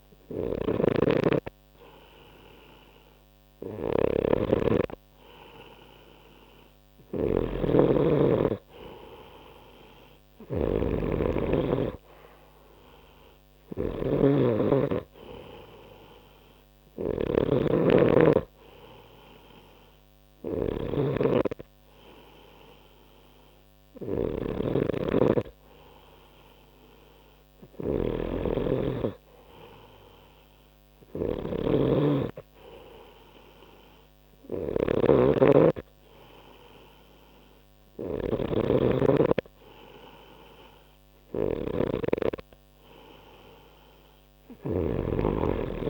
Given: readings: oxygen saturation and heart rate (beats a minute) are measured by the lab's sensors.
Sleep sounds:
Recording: breathing in sleep by a microphone on the trachea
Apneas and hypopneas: none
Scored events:
0.00-45.90 s: snoring (device-marked)
From the record:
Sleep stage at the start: N3 (deep sleep)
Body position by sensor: on the right side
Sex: male

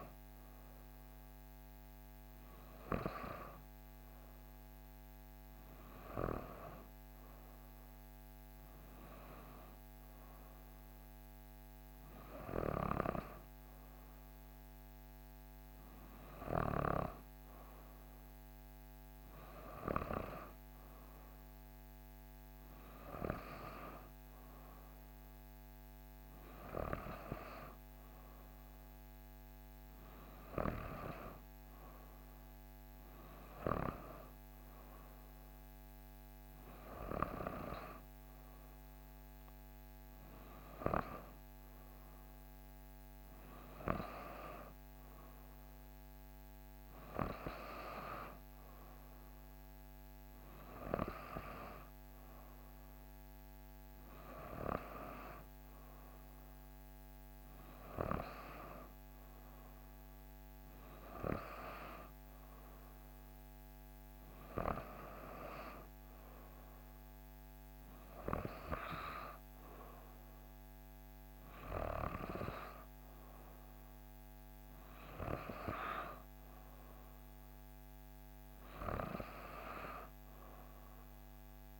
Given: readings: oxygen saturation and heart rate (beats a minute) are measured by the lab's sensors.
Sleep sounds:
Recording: breathing in sleep by a microphone on the trachea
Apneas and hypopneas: none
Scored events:
none scored
From the record:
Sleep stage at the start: N3 (deep sleep)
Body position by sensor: on the back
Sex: female

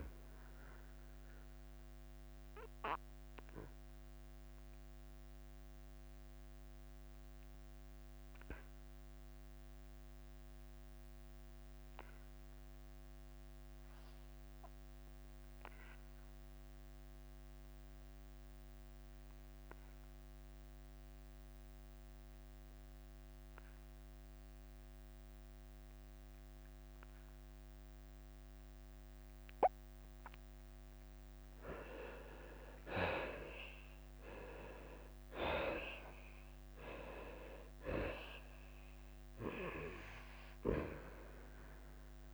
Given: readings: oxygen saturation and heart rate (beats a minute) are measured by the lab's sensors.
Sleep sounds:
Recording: breathing in sleep by a microphone on the trachea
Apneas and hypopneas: 1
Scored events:
0.00-1.50 s: drop in pulse transit time (device-marked, heart rate 88 extreme)
1.00-30.50 s: obstructive apnea (oxygen 98% before, 74% lowest, heart rate 89 before, 86 extreme, up 8 after)
8.50-14.50 s: oxygen desaturation (device-marked, oxygen 94% before, 77% lowest, heart rate 91 before, 86 extreme)
33.50-42.34 s: drop in pulse transit time (device-marked, heart rate 89 before, 92 extreme)
34.00-37.50 s: arousal
34.50-42.34 s: oxygen desaturation (device-marked, oxygen 97% before, 74% lowest, heart rate 89 before, 87 extreme)
From the record:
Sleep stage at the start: N2 (light sleep)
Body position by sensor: on the back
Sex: male

